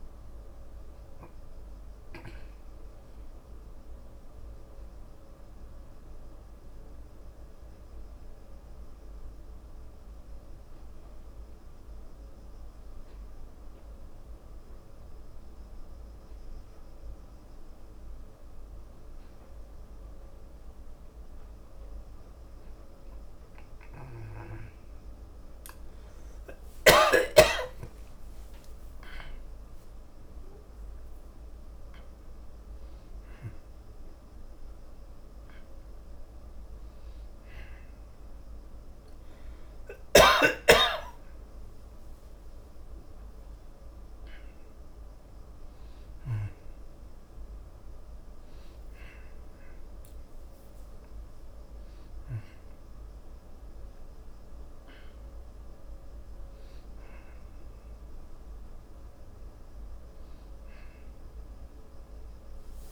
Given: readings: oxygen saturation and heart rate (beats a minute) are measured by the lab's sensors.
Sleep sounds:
a person partly awake in a sleep study, by a room microphone; none
37.50-62.92 s: new sleep stage, awake
From the record:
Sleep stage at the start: N2 (light sleep); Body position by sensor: on the back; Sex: male

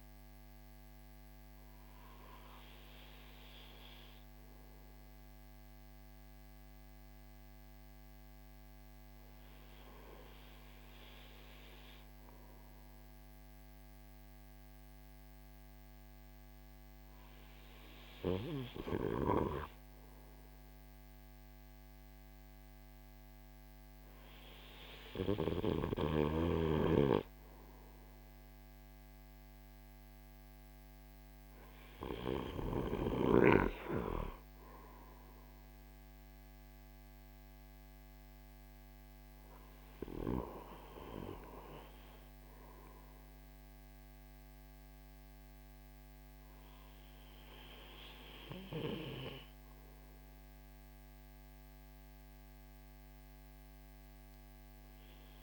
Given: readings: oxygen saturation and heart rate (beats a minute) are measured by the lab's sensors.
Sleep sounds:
breathing in sleep by a microphone on the trachea; none
18.00-24.50 s: snoring (device-marked)
From the record:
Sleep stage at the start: REM sleep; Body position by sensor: on the right side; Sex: male

